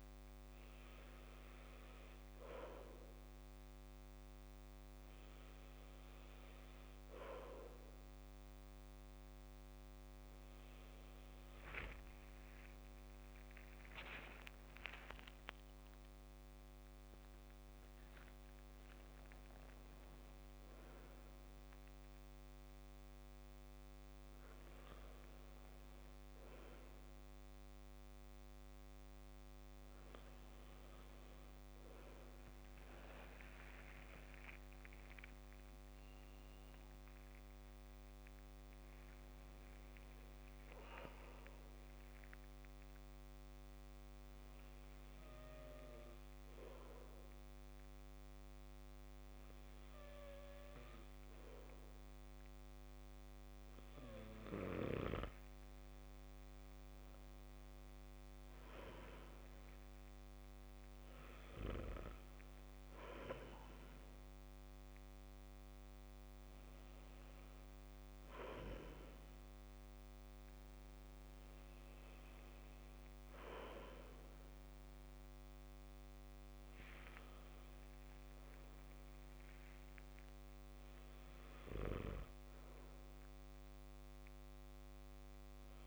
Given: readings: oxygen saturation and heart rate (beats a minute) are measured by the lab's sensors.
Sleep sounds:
breathing in sleep by a microphone on the trachea; 1
13.00-17.00 s: arousal
34.50-38.00 s: arousal
41.50-55.00 s: obstructive apnea (oxygen 95% before, 93% lowest, heart rate 66 before, 57 extreme, up 15 after)
57.00-60.50 s: arousal
From the record:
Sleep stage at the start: N2 (light sleep); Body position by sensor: on the back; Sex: male

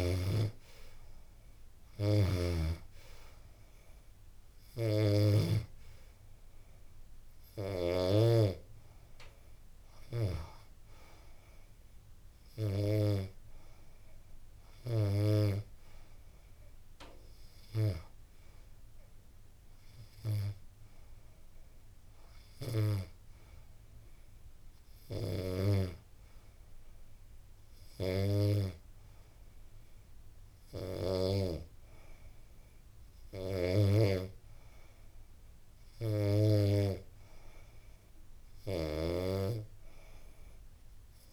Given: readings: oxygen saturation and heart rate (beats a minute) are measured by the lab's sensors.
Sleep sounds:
breathing in sleep by a room microphone; none
38.50-41.33 s: oxygen desaturation (device-marked, oxygen 94% before, 91% lowest, heart rate 85 before, 84 extreme)
From the record:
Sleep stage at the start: N2 (light sleep); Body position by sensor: on the back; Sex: female

